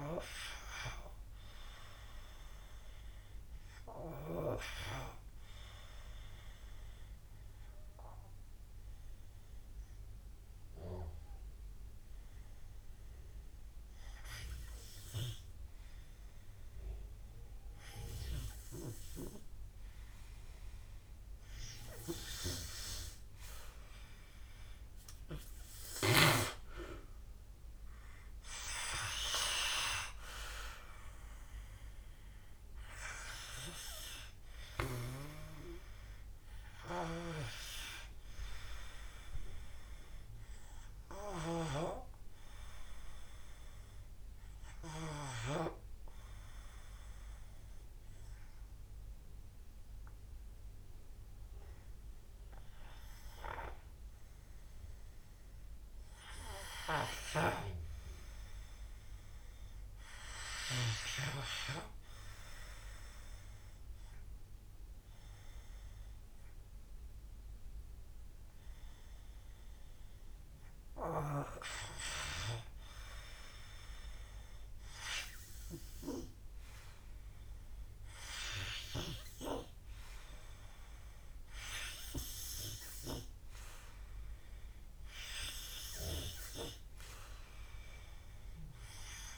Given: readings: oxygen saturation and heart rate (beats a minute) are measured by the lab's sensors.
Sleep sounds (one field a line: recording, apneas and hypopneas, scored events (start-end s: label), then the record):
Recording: breathing in sleep by a room microphone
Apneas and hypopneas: 2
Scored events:
3.00-22.50 s: hypopnea (oxygen 94% before, 86% lowest, heart rate 59 before, 52 extreme, up 17 after)
26.00-40.00 s: drop in pulse transit time (device-marked, heart rate 56 before, 52 extreme)
26.00-49.00 s: oxygen desaturation (device-marked, oxygen 97% before, 86% lowest, heart rate 56 before, 51 extreme)
26.50-30.00 s: arousal
48.00-61.50 s: mixed apnea (oxygen 97% before, 86% lowest, heart rate 57 before, 51 extreme, up 3 after)
64.00-67.50 s: arousal
69.00-85.00 s: oxygen desaturation (device-marked, oxygen 97% before, 90% lowest, heart rate 52 before, 54 extreme)
From the record:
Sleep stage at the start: N2 (light sleep)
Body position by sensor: on the back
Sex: male